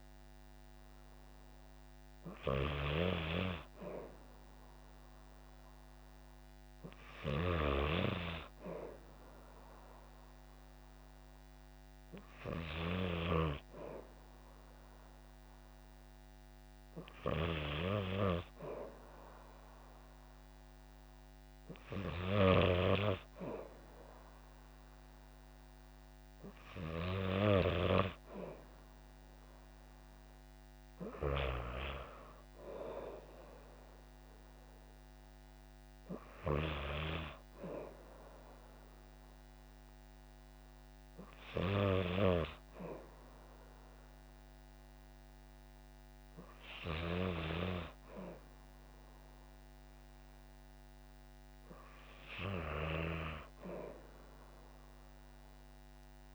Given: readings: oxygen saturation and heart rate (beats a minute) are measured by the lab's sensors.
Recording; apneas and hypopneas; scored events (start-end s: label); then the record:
breathing in sleep by a microphone on the trachea; none
2.00-12.50 s: snoring (device-marked)
From the record:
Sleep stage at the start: N2 (light sleep); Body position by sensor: on the back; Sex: female